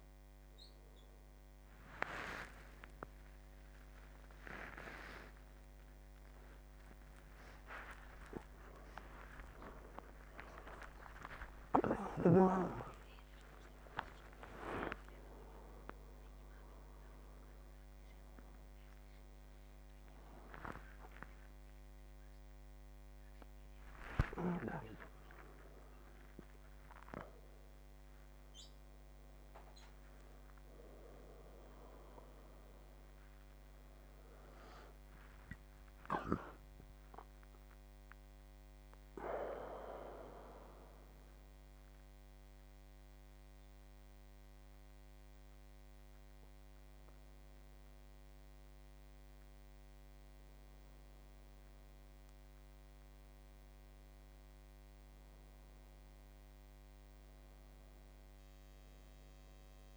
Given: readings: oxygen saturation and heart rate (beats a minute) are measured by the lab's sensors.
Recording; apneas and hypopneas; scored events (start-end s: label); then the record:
a person awake in a sleep study, by a microphone on the trachea; none
4.50-34.50 s: new sleep stage, awake
34.50-59.97 s: new sleep stage, N1 (lightest sleep)
From the record:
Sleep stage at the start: N1 (lightest sleep); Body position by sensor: on the back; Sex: male